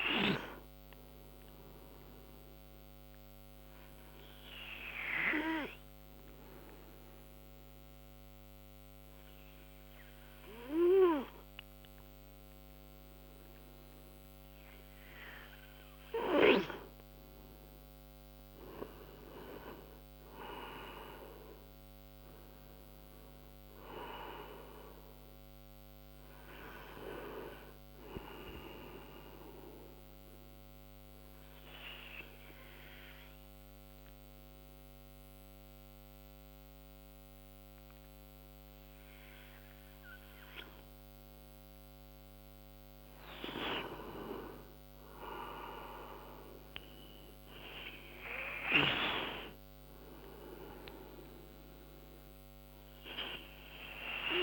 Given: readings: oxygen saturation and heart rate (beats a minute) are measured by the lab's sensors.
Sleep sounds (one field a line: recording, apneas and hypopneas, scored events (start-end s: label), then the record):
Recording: breathing in sleep by a microphone on the trachea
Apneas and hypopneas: 2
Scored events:
3.50-16.00 s: obstructive apnea (oxygen 96% before, 92% lowest)
6.50-11.50 s: oxygen desaturation (device-marked, oxygen 95% before, 92% lowest)
19.50-23.50 s: arousal
22.50-32.50 s: oxygen desaturation (device-marked, oxygen 96% before, 93% lowest)
30.00-42.00 s: obstructive apnea (oxygen 96% before, 90% lowest, heart rate 56 before, 25 extreme, up 20 after)
43.00-47.50 s: arousal
From the record:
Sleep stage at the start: N2 (light sleep)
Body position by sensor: on the right side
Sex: male